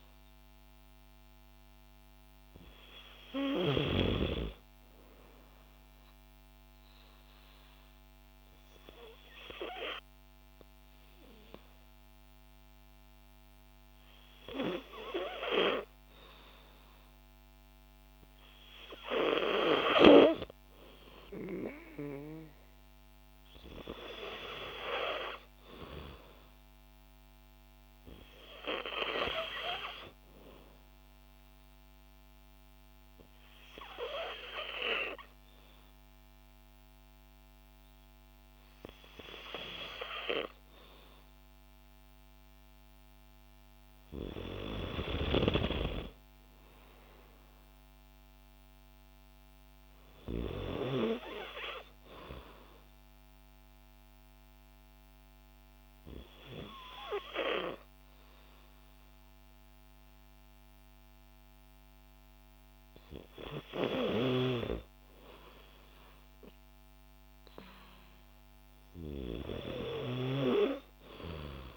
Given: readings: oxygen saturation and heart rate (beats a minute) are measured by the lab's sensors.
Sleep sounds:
breathing in sleep by a microphone on the trachea; 2
6.50-18.00 s: obstructive apnea (oxygen 95% before, 92% lowest, heart rate 55 before, 54 extreme, up 4 after)
21.50-25.00 s: arousal
49.50-62.00 s: hypopnea (oxygen 94% before, 92% lowest, heart rate 57 before, 56 extreme, up 2 after)
65.00-69.00 s: arousal
From the record:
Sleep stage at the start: N2 (light sleep); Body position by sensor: on the back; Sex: female

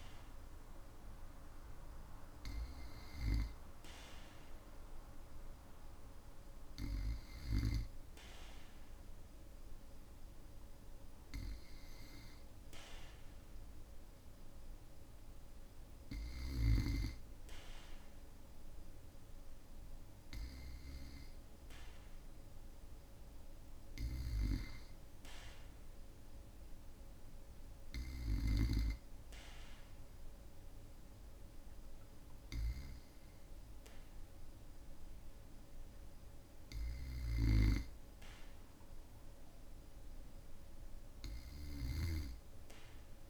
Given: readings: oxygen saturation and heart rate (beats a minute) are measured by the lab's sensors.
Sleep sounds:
breathing in sleep by a room microphone; none
none scored
From the record:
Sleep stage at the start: N2 (light sleep); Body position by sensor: on the back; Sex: male

